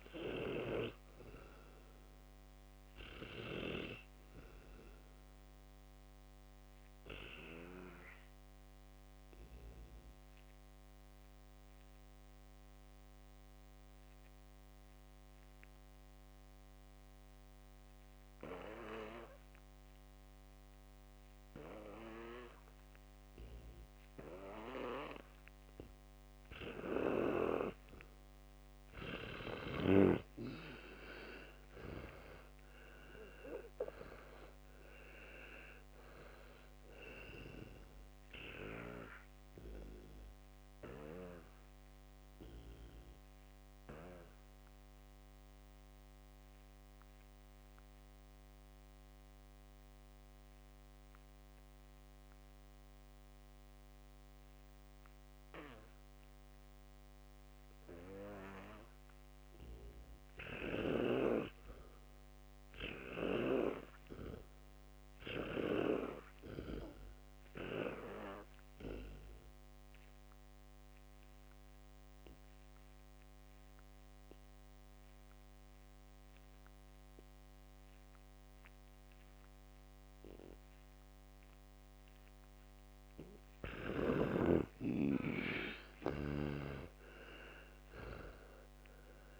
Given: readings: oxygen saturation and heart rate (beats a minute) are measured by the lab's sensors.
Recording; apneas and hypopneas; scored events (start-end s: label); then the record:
breathing in sleep by a microphone on the trachea; 2
0.00-4.00 s: snoring (device-marked)
2.00-25.00 s: oxygen desaturation (device-marked, oxygen 95% before, 87% lowest, heart rate 68 before, 59 extreme)
3.00-30.00 s: obstructive apnea (oxygen 95% before, 87% lowest, heart rate 68 before, 59 extreme, up 35 after)
31.50-35.50 s: arousal
39.00-84.00 s: obstructive apnea (oxygen 100% before, 87% lowest, heart rate 70 before, 59 extreme, up 30 after)
42.00-63.00 s: oxygen desaturation (device-marked, oxygen 96% before, 91% lowest, heart rate 71 before, 59 extreme)
70.00-89.40 s: oxygen desaturation (device-marked, oxygen 99% before, 87% lowest, heart rate 61 before, 60 extreme)
85.50-89.40 s: arousal
From the record:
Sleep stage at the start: N2 (light sleep); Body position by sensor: on the back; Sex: male